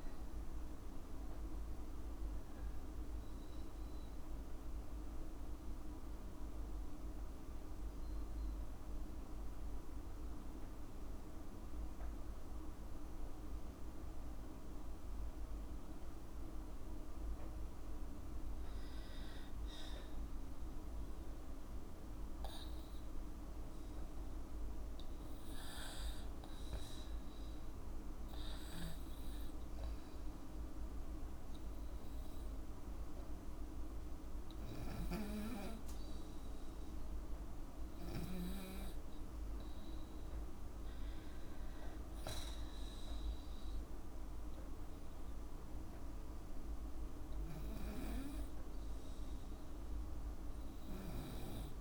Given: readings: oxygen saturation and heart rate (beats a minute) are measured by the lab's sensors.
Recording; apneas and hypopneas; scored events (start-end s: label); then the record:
breathing in sleep, hard to hear, by a room microphone; 1
10.50-25.50 s: mixed apnea (oxygen 94% before, 94% lowest, heart rate 58 before, 56 extreme, up 2 after)
27.50-30.50 s: arousal
From the record:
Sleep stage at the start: N2 (light sleep); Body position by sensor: on the back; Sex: female